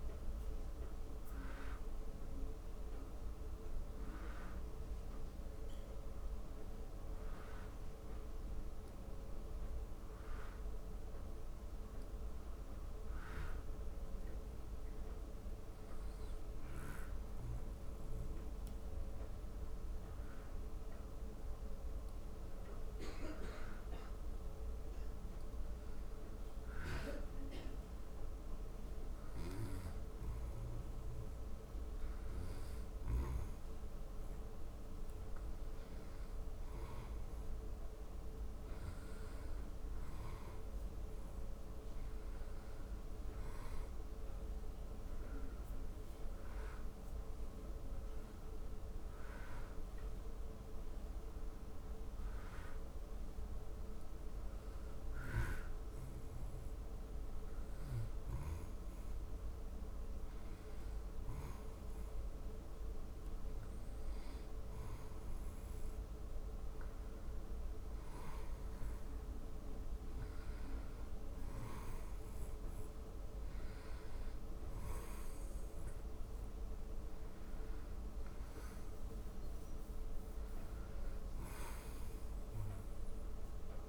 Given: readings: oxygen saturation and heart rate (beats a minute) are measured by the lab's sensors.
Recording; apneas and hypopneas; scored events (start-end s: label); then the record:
breathing in sleep, hard to hear, by a room microphone; 2
0.00-12.00 s: oxygen desaturation (device-marked, oxygen 92% lowest, heart rate 76 extreme)
23.50-35.50 s: hypopnea (oxygen 96% before, 92% lowest, heart rate 81 before, 76 extreme, up 2 after)
38.00-41.50 s: arousal
41.00-55.00 s: oxygen desaturation (device-marked, oxygen 95% before, 92% lowest, heart rate 78 before, 77 extreme)
52.50-63.50 s: hypopnea (oxygen 96% before, 93% lowest, heart rate 79 before, 76 extreme, up 2 after)
66.00-69.00 s: arousal
From the record:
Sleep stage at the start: N2 (light sleep); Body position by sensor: on the back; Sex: male